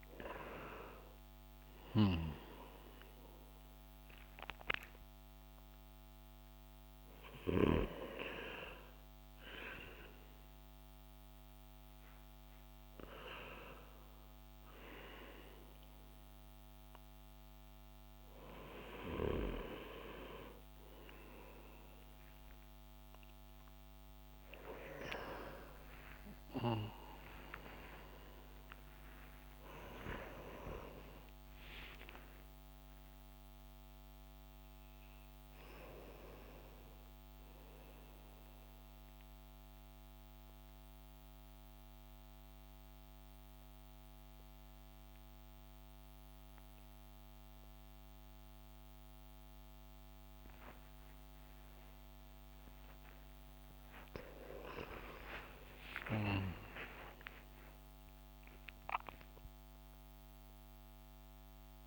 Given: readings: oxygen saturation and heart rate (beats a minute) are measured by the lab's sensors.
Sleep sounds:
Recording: breathing in sleep by a microphone on the trachea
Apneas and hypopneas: 1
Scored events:
0.00-1.50 s: arousal
25.00-31.00 s: arousal
30.00-61.87 s: new sleep stage, N1 (lightest sleep)
39.00-53.00 s: mixed apnea (oxygen 98% before, 94% lowest)
53.50-59.00 s: arousal
From the record:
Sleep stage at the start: N2 (light sleep)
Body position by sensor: on the back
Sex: male

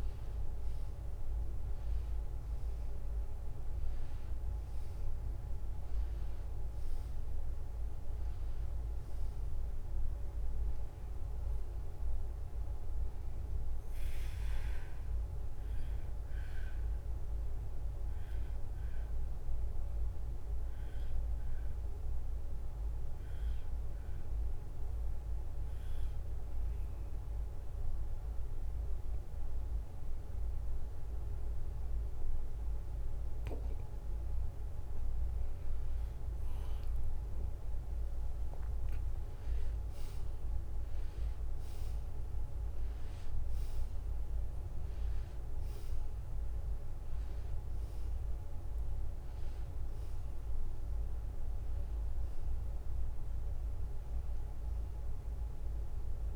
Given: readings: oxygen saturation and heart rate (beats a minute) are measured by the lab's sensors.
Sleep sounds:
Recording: breathing in sleep, hard to hear, by a room microphone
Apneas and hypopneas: 1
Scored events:
0.00-5.00 s: arousal
4.50-17.50 s: oxygen desaturation (device-marked, oxygen 93% before, 89% lowest, heart rate 74 before, 71 extreme)
16.50-32.50 s: obstructive apnea (oxygen 93% before, 88% lowest, heart rate 76 before, 71 extreme, up 1 after)
34.50-39.00 s: arousal
41.50-56.36 s: oxygen desaturation (device-marked, oxygen 94% before, 88% lowest, heart rate 74 before, 72 extreme)
From the record:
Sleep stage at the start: N2 (light sleep)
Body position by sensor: on the back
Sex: male

